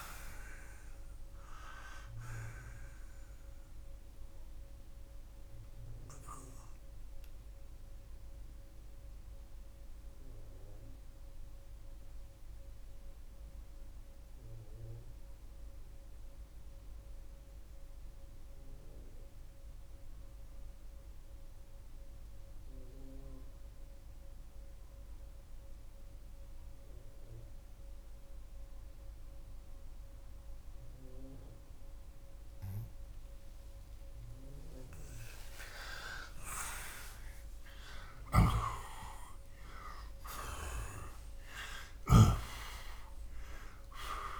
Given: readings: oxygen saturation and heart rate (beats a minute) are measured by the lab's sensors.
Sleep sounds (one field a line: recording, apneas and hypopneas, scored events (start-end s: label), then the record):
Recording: breathing in sleep by a room microphone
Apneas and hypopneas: 1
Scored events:
4.50-34.00 s: obstructive apnea (oxygen 93% before, 83% lowest, heart rate 132 before, 45 extreme)
17.00-35.00 s: oxygen desaturation (device-marked, oxygen 93% before, 83% lowest, heart rate 127 before, 59 extreme)
36.00-41.00 s: arousal
38.00-42.50 s: snoring (device-marked)
From the record:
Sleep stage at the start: N2 (light sleep)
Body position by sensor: on the back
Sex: male